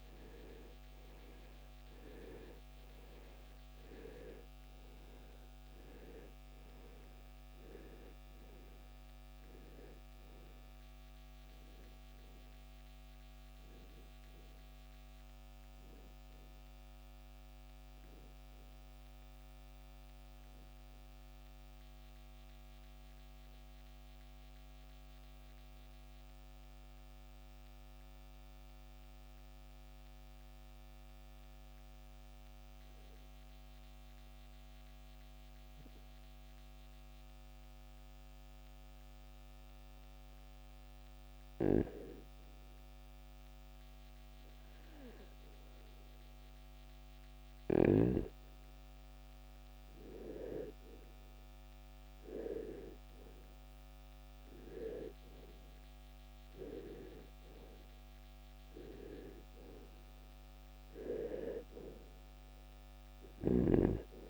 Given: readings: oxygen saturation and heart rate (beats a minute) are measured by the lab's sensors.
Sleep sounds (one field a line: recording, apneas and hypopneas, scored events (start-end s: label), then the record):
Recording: breathing in sleep by a microphone on the trachea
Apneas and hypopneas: 1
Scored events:
0.00-10.00 s: oxygen desaturation (device-marked, oxygen 93% lowest, heart rate 64 extreme)
16.50-21.50 s: arousal
22.00-43.00 s: oxygen desaturation (device-marked, oxygen 94% before, 81% lowest, heart rate 77 before, 57 extreme)
23.50-47.00 s: hypopnea (oxygen 96% before, 81% lowest, heart rate 78 before, 57 extreme, up 3 after)
50.00-54.50 s: arousal
From the record:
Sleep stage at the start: REM sleep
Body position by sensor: on the right side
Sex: male